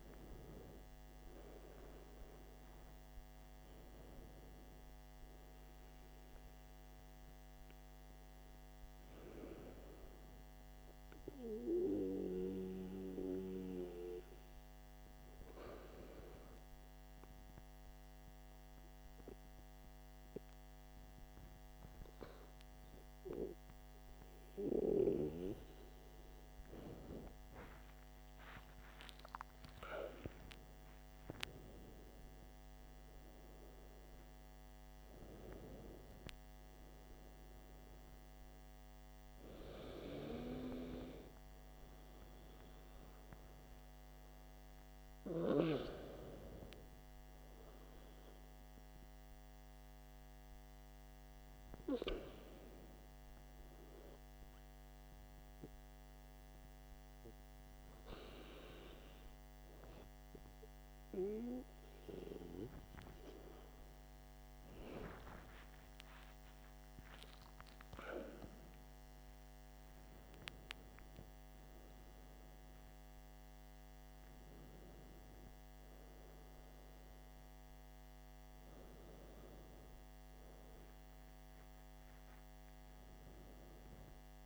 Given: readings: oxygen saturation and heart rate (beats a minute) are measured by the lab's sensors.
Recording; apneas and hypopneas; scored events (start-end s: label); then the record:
breathing in sleep by a microphone on the trachea; 2
4.50-8.00 s: arousal
12.50-25.50 s: hypopnea (oxygen 95% before, 94% lowest, heart rate 56 before, 53 extreme, up 11 after)
28.50-33.00 s: arousal
49.50-63.50 s: hypopnea (oxygen 94% before, 94% lowest, heart rate 59 before, 50 extreme, up 19 after)
82.00-84.46 s: new sleep stage, awake
From the record:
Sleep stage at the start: N2 (light sleep); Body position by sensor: on the back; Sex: male